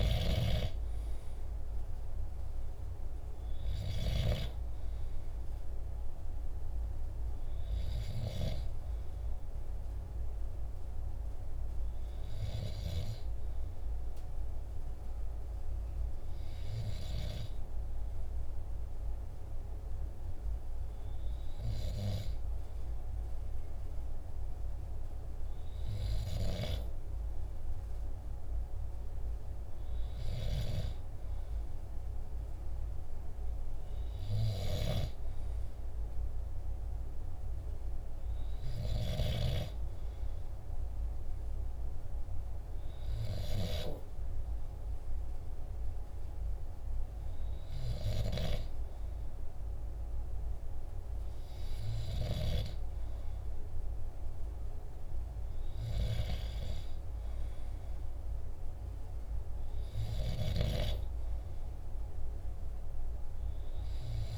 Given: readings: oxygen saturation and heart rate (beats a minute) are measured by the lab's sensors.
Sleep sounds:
breathing in sleep by a room microphone; none
none scored
From the record:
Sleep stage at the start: N2 (light sleep); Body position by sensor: on the back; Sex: male

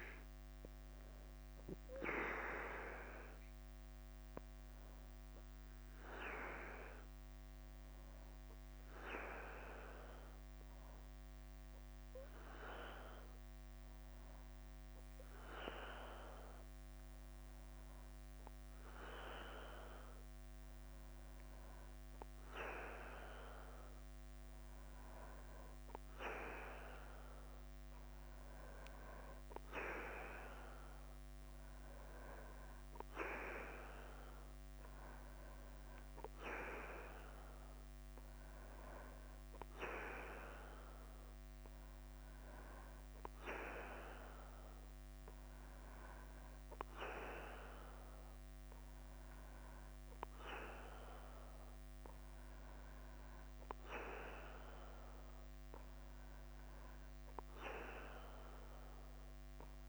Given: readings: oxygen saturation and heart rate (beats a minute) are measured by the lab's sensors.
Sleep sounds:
breathing in sleep by a microphone on the trachea; 1
0.00-7.50 s: oxygen desaturation (device-marked, oxygen 93% lowest, heart rate 47 extreme)
0.00-59.88 s: bradycardia (device-marked, heart rate 44 extreme)
5.50-20.50 s: hypopnea (oxygen 96% before, 93% lowest, heart rate 53 before, 46 extreme, up 3 after)
22.00-25.00 s: arousal
40.50-59.88 s: new sleep stage, N3 (deep sleep)
From the record:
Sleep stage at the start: N2 (light sleep); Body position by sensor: on the back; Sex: male

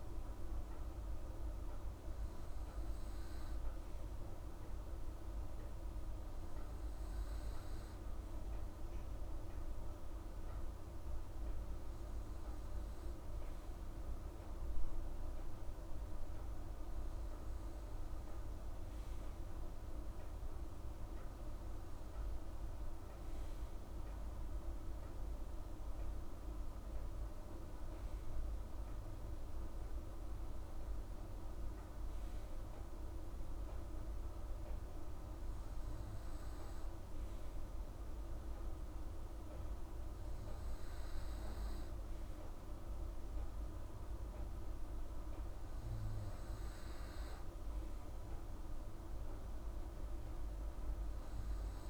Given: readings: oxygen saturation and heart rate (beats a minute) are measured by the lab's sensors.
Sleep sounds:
breathing in sleep, hard to hear, by a room microphone; none
none scored
From the record:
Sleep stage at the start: N2 (light sleep); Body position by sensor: on the right side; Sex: female

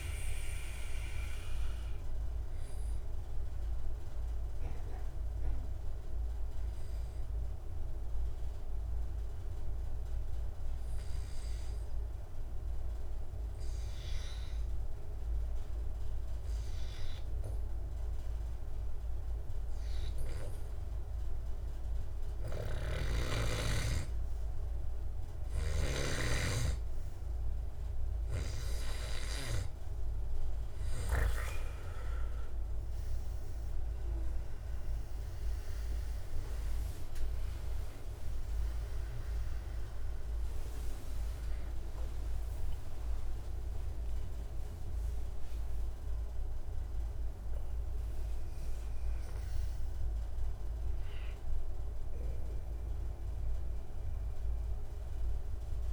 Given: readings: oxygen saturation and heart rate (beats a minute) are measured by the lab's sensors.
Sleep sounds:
breathing in sleep by a room microphone; 1
0.00-2.00 s: oxygen desaturation (device-marked, oxygen 90% lowest, heart rate 69 extreme)
5.50-24.00 s: obstructive apnea (oxygen 94% before, 91% lowest, heart rate 82 before, 70 extreme, up 4 after)
26.00-29.50 s: arousal
28.00-46.00 s: oxygen desaturation (device-marked, oxygen 99% before, 91% lowest, heart rate 71 before, 75 extreme)
From the record:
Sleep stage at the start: N2 (light sleep); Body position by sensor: on the back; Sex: male

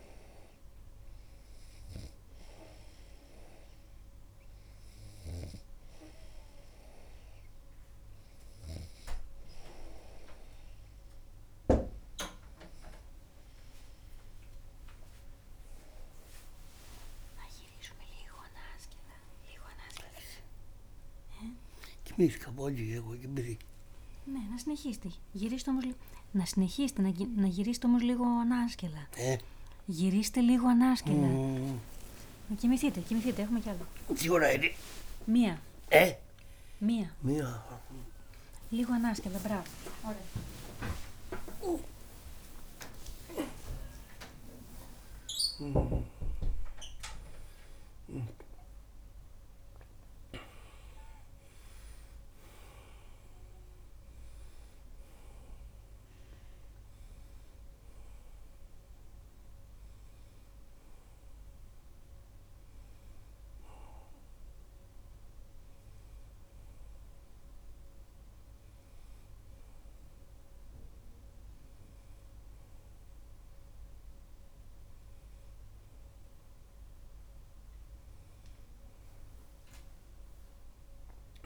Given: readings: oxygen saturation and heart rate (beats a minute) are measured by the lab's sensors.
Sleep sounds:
a person awake in a sleep study, by a room microphone; none
9.00-81.45 s: new sleep stage, awake
31.00-34.50 s: snoring (device-marked)
43.00-72.00 s: tachycardia (device-marked)
From the record:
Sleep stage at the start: N2 (light sleep); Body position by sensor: on the back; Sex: male

